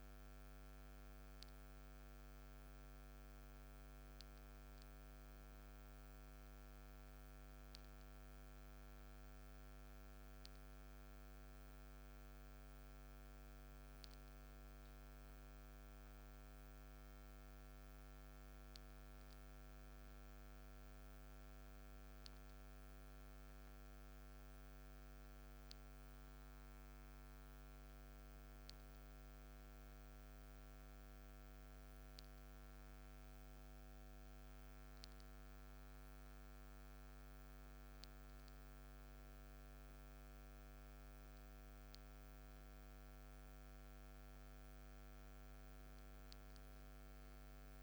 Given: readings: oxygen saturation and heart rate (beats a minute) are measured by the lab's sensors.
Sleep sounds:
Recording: a person awake in a sleep study, hard to hear, by a microphone on the trachea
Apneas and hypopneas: none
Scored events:
none scored
From the record:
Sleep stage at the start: awake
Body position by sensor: on the back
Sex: male

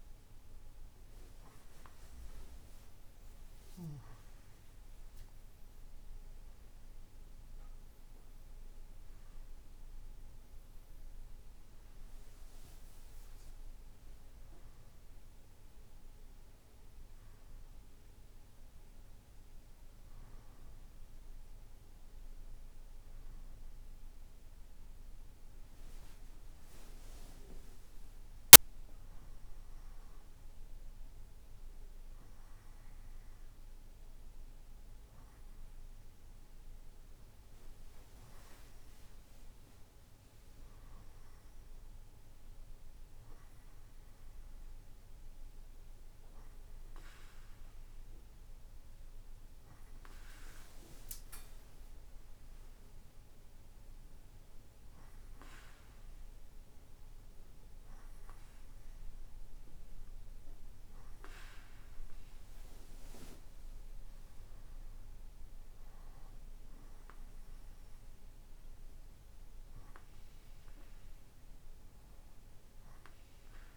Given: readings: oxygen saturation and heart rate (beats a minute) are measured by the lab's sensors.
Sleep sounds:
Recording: breathing in sleep by a room microphone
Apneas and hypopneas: none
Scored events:
57.50-61.50 s: arousal
From the record:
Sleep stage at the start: N2 (light sleep)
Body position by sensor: on the right side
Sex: male

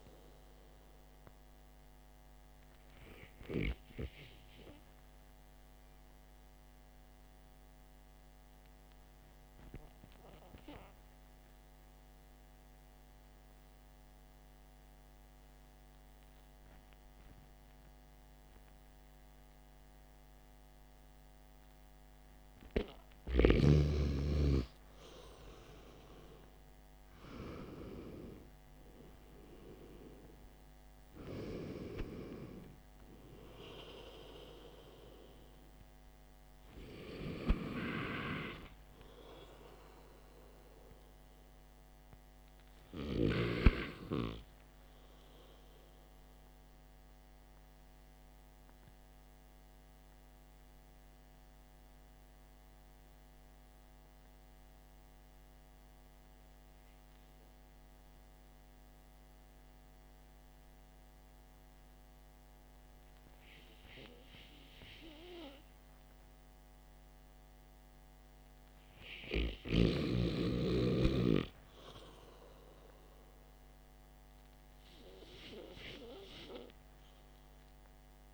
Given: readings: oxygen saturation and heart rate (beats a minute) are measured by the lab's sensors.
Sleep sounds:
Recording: breathing in sleep by a microphone on the trachea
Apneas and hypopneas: 2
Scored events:
4.00-23.00 s: oxygen desaturation (device-marked, oxygen 94% before, 91% lowest, heart rate 59 before, 51 extreme)
5.50-22.00 s: central apnea (oxygen 98% before, 91% lowest, heart rate 58 before, 54 extreme, up 8 after)
24.50-28.50 s: arousal
52.00-64.50 s: central apnea (oxygen 97% before, 93% lowest, heart rate 58 before, 48 extreme, up 4 after)
68.00-72.00 s: arousal
From the record:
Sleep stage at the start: N2 (light sleep)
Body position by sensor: on the back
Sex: male

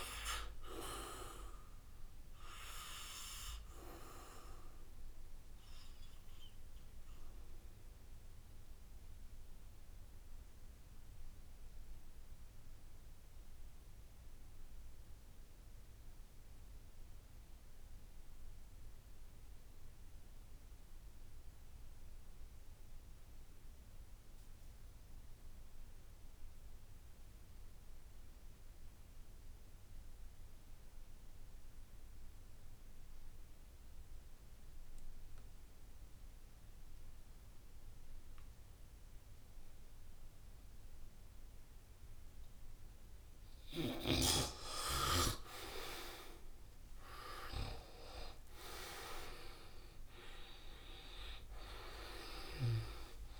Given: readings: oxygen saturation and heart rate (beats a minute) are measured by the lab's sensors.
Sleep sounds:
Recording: breathing in sleep by a room microphone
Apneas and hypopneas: 1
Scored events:
0.00-17.50 s: oxygen desaturation (device-marked, oxygen 82% lowest, heart rate 66 extreme)
8.50-41.50 s: obstructive apnea (oxygen 95% before, 81% lowest, heart rate 73 before, 66 extreme, up 4 after)
31.50-53.40 s: oxygen desaturation (device-marked, oxygen 96% before, 81% lowest, heart rate 68 before, 67 extreme)
46.00-50.50 s: arousal
From the record:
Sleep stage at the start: N2 (light sleep)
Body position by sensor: on the back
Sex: male

